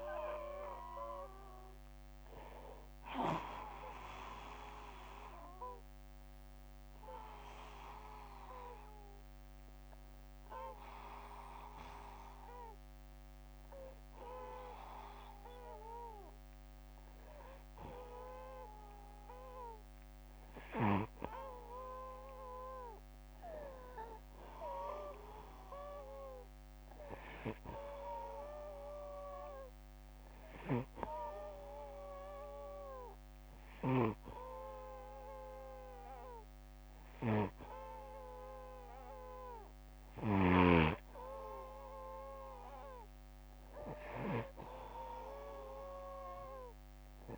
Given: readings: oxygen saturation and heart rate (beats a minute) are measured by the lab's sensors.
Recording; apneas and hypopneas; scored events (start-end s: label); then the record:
breathing in sleep by a microphone on the trachea; 2
6.00-19.50 s: hypopnea (oxygen 96% before, 92% lowest, heart rate 68 before, 60 extreme, up 7 after)
22.50-27.00 s: arousal
30.00-40.50 s: hypopnea (oxygen 97% before, 92% lowest, heart rate 63 before, 63 extreme, up 2 after)
From the record:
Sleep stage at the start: N2 (light sleep); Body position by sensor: on the back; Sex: male